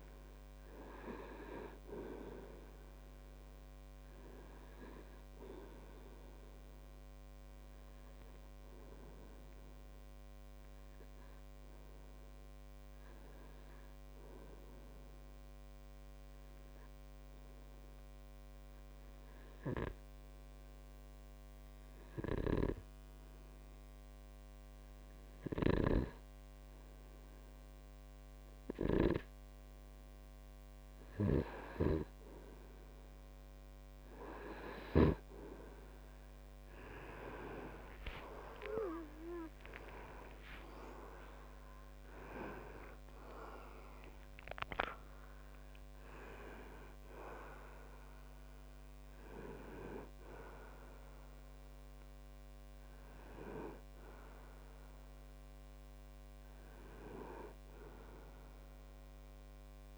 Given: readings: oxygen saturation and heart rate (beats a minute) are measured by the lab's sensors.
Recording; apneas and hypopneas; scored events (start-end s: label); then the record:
breathing in sleep by a microphone on the trachea; 1
0.00-26.50 s: oxygen desaturation (device-marked, oxygen 92% lowest)
10.50-30.50 s: obstructive apnea (oxygen 98% before, 92% lowest)
22.50-35.50 s: snoring (device-marked)
37.50-41.00 s: arousal
41.50-59.98 s: new sleep stage, N2 (light sleep)
From the record:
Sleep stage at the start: REM sleep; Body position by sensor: on the right side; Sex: male